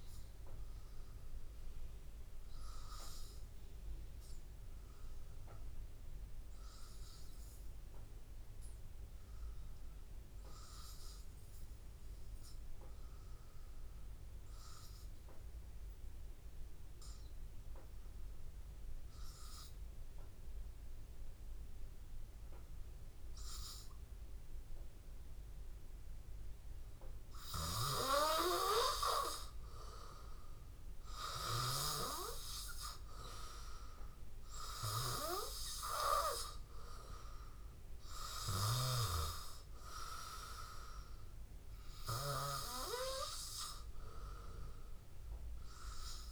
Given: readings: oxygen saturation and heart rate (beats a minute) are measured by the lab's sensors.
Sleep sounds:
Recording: breathing in sleep by a room microphone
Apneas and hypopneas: 1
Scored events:
0.00-3.00 s: oxygen desaturation (device-marked, oxygen 92% lowest, heart rate 83 extreme)
2.00-26.00 s: hypopnea (oxygen 97% before, 93% lowest, heart rate 85 before, 83 extreme, up 1 after)
20.00-46.32 s: oxygen desaturation (device-marked, oxygen 98% before, 93% lowest, heart rate 84 before, 83 extreme)
27.50-32.00 s: arousal
From the record:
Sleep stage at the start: N2 (light sleep)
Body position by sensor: on the back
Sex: male

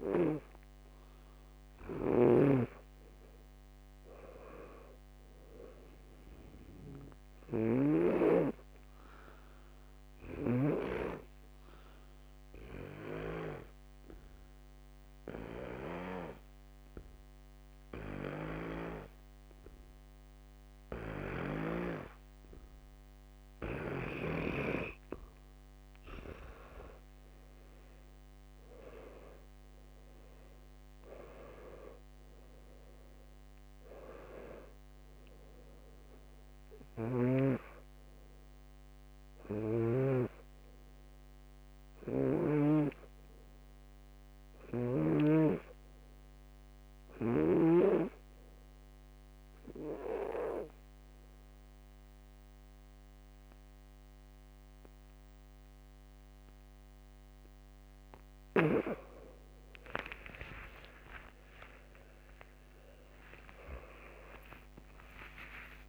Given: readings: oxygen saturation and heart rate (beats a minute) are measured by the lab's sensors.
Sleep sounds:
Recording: breathing in sleep by a microphone on the trachea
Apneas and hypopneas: 2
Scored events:
2.00-11.00 s: snoring (device-marked)
8.50-26.50 s: obstructive apnea (oxygen 100% before, 93% lowest, heart rate 68 before, 63 extreme, up 18 after)
29.00-33.50 s: arousal
31.00-43.00 s: oxygen desaturation (device-marked, oxygen 98% before, 93% lowest, heart rate 66 before, 63 extreme)
44.50-48.00 s: snoring (device-marked)
48.00-58.50 s: obstructive apnea (oxygen 98% before, 95% lowest, heart rate 72 before, 63 extreme)
61.00-65.89 s: arousal
From the record:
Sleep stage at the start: N2 (light sleep)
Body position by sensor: on the back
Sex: male

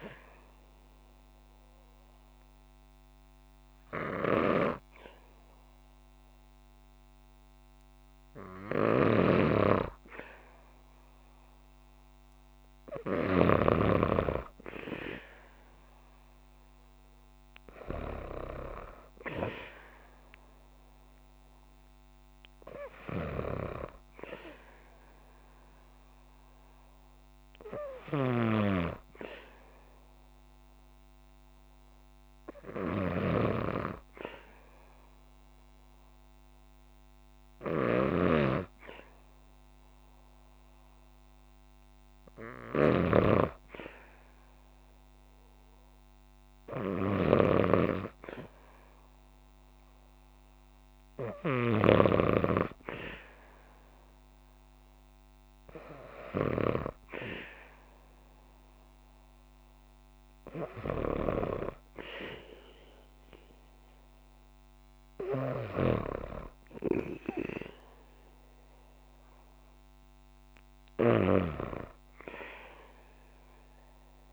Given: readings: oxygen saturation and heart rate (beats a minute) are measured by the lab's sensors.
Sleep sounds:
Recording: breathing in sleep by a microphone on the trachea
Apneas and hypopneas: 2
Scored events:
0.50-10.50 s: obstructive apnea (oxygen 98% before, 94% lowest, heart rate 59 before, 57 extreme, up 7 after)
8.50-13.00 s: snoring (device-marked)
15.00-19.50 s: arousal
27.50-51.50 s: snoring (device-marked)
31.00-42.50 s: hypopnea (oxygen 97% before, 95% lowest, heart rate 62 before, 59 extreme, up 2 after)
45.00-48.00 s: arousal
65.00-71.00 s: snoring (device-marked)
From the record:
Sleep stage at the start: N2 (light sleep)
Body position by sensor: on the back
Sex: female

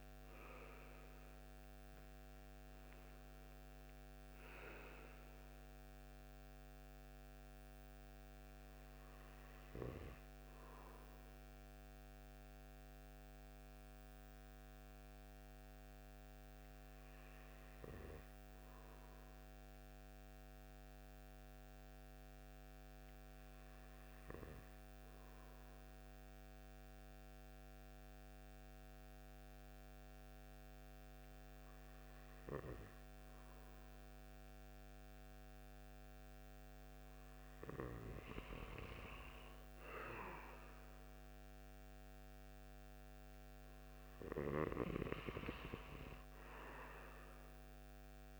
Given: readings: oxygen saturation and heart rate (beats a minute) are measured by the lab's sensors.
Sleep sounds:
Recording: breathing in sleep by a microphone on the trachea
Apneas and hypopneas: 1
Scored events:
17.00-34.00 s: hypopnea (oxygen 96% before, 94% lowest)
From the record:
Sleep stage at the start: N2 (light sleep)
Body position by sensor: on the right side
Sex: male

